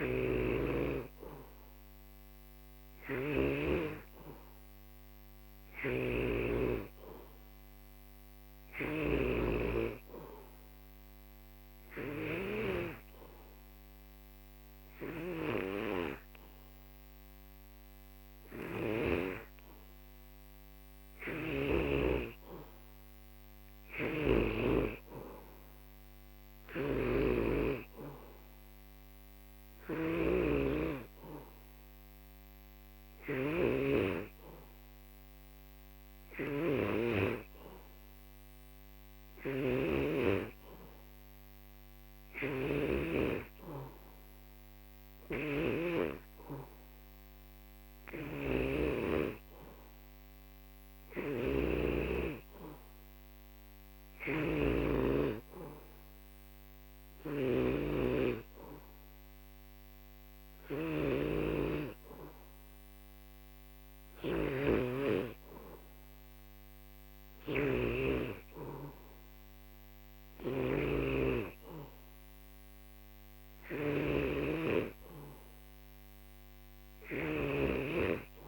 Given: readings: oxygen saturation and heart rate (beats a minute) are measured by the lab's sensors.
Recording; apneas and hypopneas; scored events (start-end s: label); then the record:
breathing in sleep by a microphone on the trachea; none
0.00-3.50 s: snoring (device-marked)
5.50-9.00 s: snoring (device-marked)
15.00-19.00 s: snoring (device-marked)
23.50-43.00 s: snoring (device-marked)
27.50-40.50 s: oxygen desaturation (device-marked, oxygen 92% before, 88% lowest, heart rate 68 before, 65 extreme)
45.00-78.48 s: snoring (device-marked)
From the record:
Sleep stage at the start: N3 (deep sleep); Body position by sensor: on the back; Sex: male